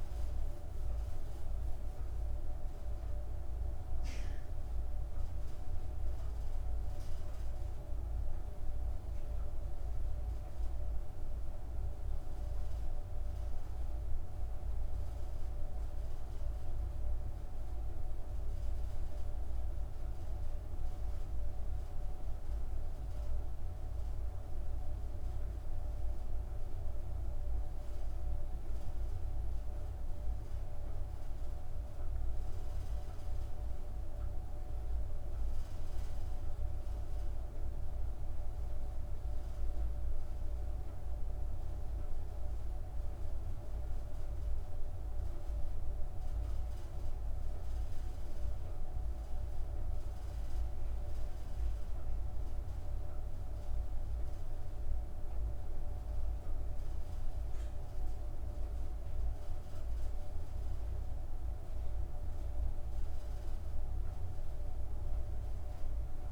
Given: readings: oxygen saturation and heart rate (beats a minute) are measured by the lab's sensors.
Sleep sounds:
breathing in sleep, hard to hear, by a room microphone; 2
0.00-6.50 s: oxygen desaturation (device-marked, oxygen 92% lowest)
9.50-26.00 s: obstructive apnea (oxygen 98% before, 95% lowest)
29.50-33.00 s: arousal
39.00-51.00 s: obstructive apnea (oxygen 98% before, 95% lowest)
55.00-59.50 s: arousal
From the record:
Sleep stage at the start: N2 (light sleep); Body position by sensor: on the back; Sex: female

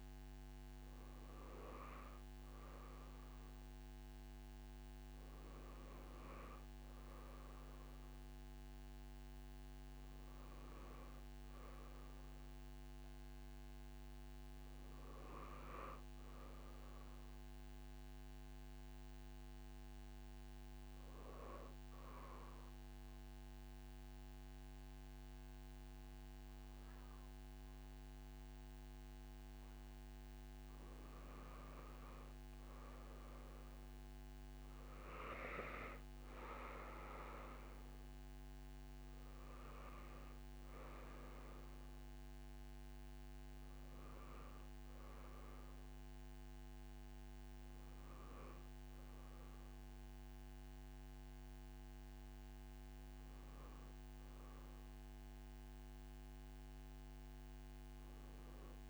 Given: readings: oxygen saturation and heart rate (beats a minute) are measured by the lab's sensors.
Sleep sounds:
breathing in sleep by a microphone on the trachea; none
0.00-3.50 s: oxygen desaturation (device-marked, oxygen 94% lowest)
34.50-53.50 s: oxygen desaturation (device-marked, oxygen 94% before, 90% lowest)
From the record:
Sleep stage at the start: N2 (light sleep); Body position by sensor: on the back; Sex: female

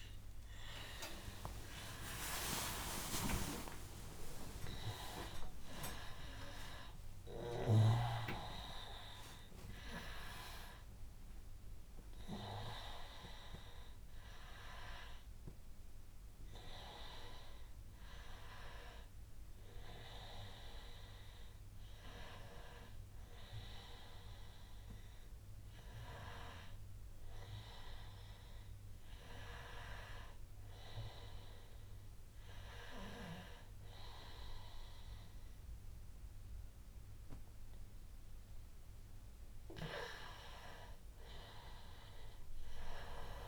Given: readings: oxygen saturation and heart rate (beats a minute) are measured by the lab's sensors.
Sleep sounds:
a person partly awake in a sleep study, by a room microphone; none
0.00-6.00 s: oxygen desaturation (device-marked, oxygen 91% lowest, heart rate 88 extreme)
16.00-43.48 s: new sleep stage, N1 (lightest sleep)
38.00-43.48 s: oxygen desaturation (device-marked, oxygen 97% before, 93% lowest, heart rate 96 before, 83 extreme)
From the record:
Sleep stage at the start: awake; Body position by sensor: on the back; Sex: male

